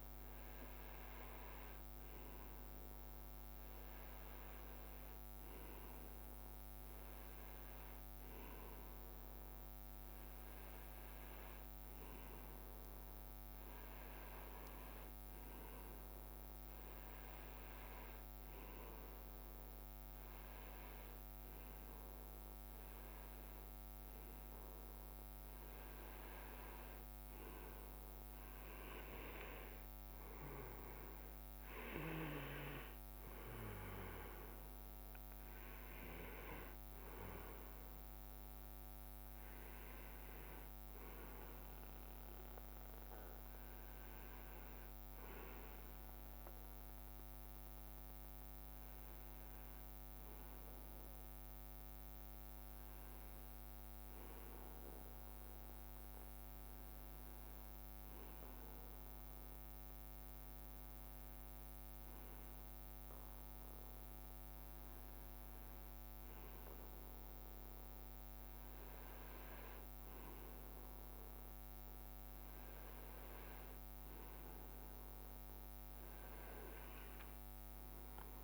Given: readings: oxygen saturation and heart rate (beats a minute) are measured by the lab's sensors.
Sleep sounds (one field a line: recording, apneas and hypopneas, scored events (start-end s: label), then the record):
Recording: breathing in sleep by a microphone on the trachea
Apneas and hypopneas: 2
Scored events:
0.00-4.00 s: arousal
7.50-26.00 s: hypopnea (oxygen 98% before, 96% lowest, heart rate 70 before, 66 extreme, up 8 after)
28.00-32.50 s: arousal
28.50-34.00 s: leg movement (device-marked)
52.50-71.00 s: hypopnea (oxygen 97% before, 97% lowest, heart rate 69 before, 61 extreme, up 7 after)
76.50-78.44 s: leg movement (device-marked)
From the record:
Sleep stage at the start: REM sleep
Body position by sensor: on the right side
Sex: male